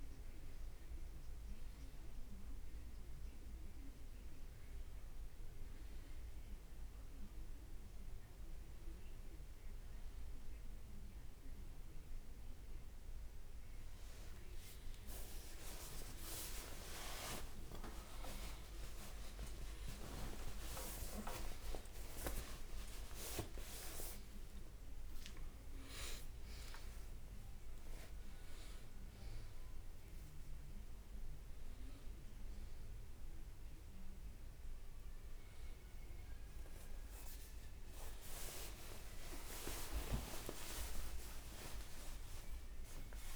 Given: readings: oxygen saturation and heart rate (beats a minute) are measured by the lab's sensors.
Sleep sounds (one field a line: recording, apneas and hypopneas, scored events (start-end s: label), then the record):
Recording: a person partly awake in a sleep study, by a room microphone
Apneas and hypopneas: none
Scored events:
19.50-24.50 s: leg movement (device-marked)
26.00-43.36 s: new sleep stage, awake
39.50-43.36 s: leg movement (device-marked)
From the record:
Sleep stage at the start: N1 (lightest sleep)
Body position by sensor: on the right side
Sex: male